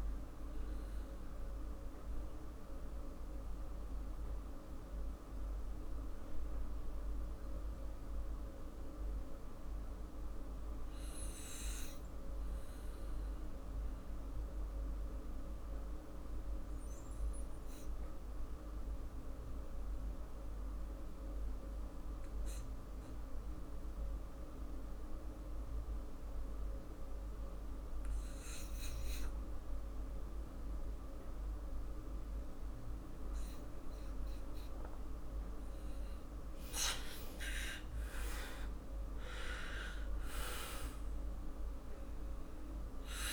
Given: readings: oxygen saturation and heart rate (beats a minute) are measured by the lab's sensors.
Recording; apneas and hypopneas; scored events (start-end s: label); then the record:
breathing in sleep, hard to hear, by a room microphone; 1
1.00-34.00 s: mixed apnea (oxygen 98% before, 85% lowest, heart rate 49 before, 45 extreme, up 5 after)
18.50-37.50 s: oxygen desaturation (device-marked, oxygen 96% before, 85% lowest, heart rate 48 before, 45 extreme)
37.00-43.00 s: arousal
From the record:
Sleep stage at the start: REM sleep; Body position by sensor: on the back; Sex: male